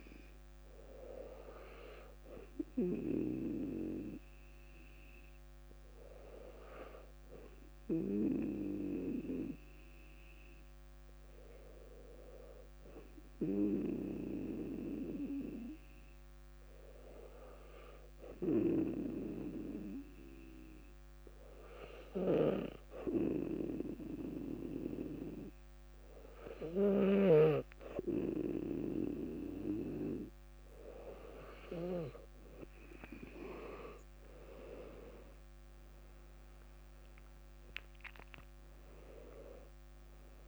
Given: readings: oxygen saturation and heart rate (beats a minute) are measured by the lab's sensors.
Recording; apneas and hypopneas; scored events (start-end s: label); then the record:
breathing in sleep by a microphone on the trachea; 1
10.50-29.00 s: hypopnea (oxygen 98% before, 97% lowest, heart rate 64 before, 58 extreme, up 6 after)
34.50-40.00 s: arousal
From the record:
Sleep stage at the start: N2 (light sleep); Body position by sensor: on the back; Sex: female